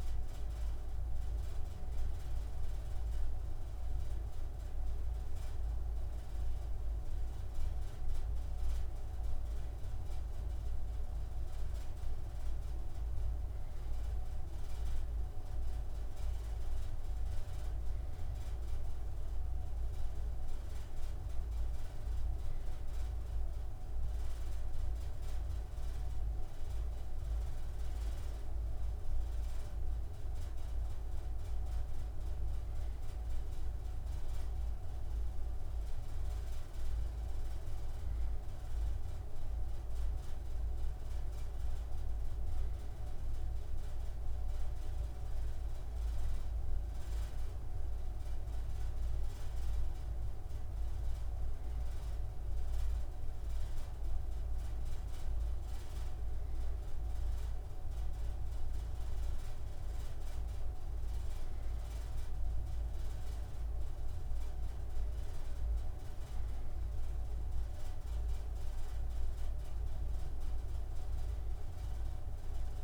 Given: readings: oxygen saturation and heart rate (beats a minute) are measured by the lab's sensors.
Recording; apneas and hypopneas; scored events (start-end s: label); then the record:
breathing in sleep, hard to hear, by a room microphone; none
none scored
From the record:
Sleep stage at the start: N2 (light sleep); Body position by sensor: on the right side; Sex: male